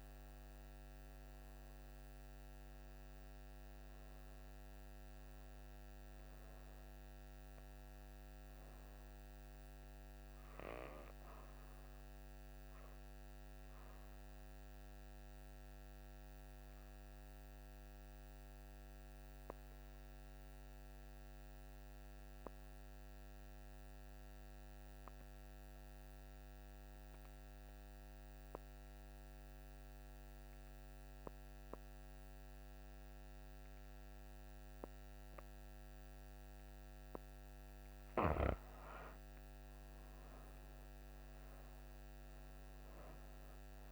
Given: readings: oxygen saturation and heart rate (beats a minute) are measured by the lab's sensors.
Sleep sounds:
breathing in sleep, hard to hear, by a microphone on the trachea; 1
0.00-18.50 s: oxygen desaturation (device-marked, oxygen 91% lowest, heart rate 61 extreme)
13.50-37.00 s: obstructive apnea (oxygen 98% before, 83% lowest, heart rate 72 before, 58 extreme, up 8 after)
31.50-43.92 s: oxygen desaturation (device-marked, oxygen 97% before, 83% lowest, heart rate 67 before, 57 extreme)
38.50-43.00 s: arousal
From the record:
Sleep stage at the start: N2 (light sleep); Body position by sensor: on the back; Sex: female

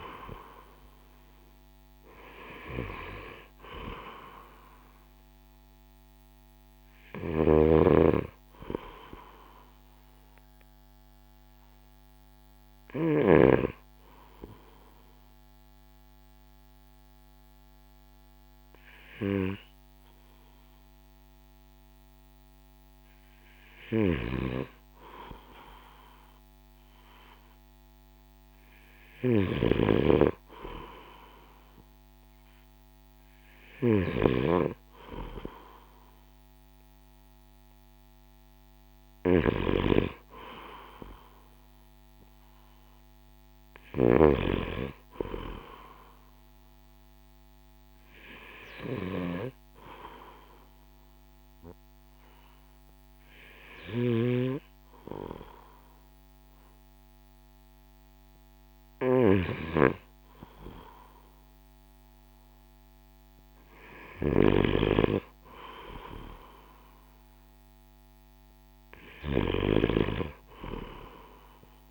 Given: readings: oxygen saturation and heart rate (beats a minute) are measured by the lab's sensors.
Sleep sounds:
breathing in sleep by a microphone on the trachea; 1
6.50-12.50 s: snoring (device-marked)
8.50-26.50 s: oxygen desaturation (device-marked, oxygen 94% before, 91% lowest, heart rate 58 before, 53 extreme)
14.00-24.00 s: obstructive apnea (oxygen 95% before, 91% lowest, heart rate 58 before, 53 extreme, up 1 after)
28.50-69.00 s: snoring (device-marked)
From the record:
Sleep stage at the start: N2 (light sleep); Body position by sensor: on the right side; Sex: male

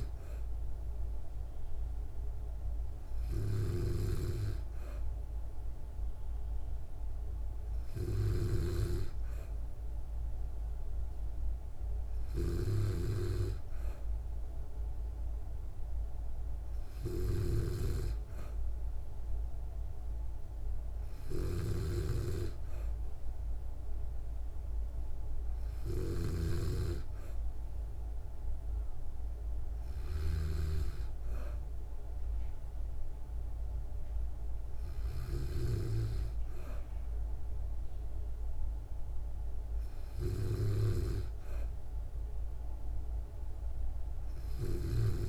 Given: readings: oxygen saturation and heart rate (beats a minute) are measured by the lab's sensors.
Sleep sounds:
breathing in sleep by a room microphone; none
0.00-8.50 s: snoring (device-marked)
17.00-30.50 s: snoring (device-marked)
From the record:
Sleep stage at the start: N2 (light sleep); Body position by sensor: on the back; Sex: female

